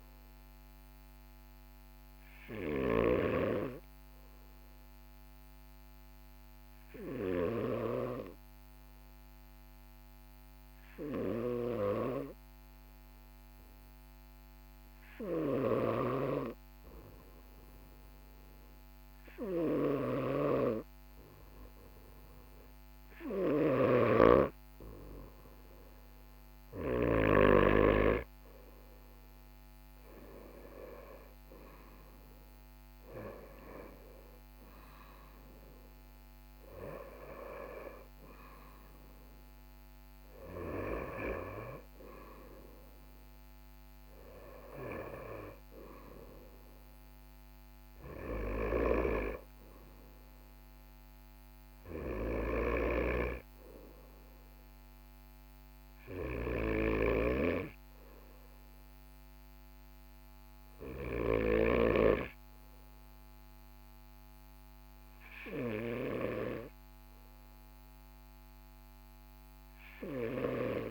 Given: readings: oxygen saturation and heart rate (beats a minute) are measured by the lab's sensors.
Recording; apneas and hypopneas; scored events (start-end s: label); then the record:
breathing in sleep by a microphone on the trachea; 1
7.00-19.50 s: hypopnea (oxygen 98% before, 95% lowest, heart rate 43 before, 43 extreme, up 0 after)
19.00-26.50 s: snoring (device-marked)
21.50-24.50 s: arousal
From the record:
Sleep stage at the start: N2 (light sleep); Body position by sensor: on the right side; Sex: male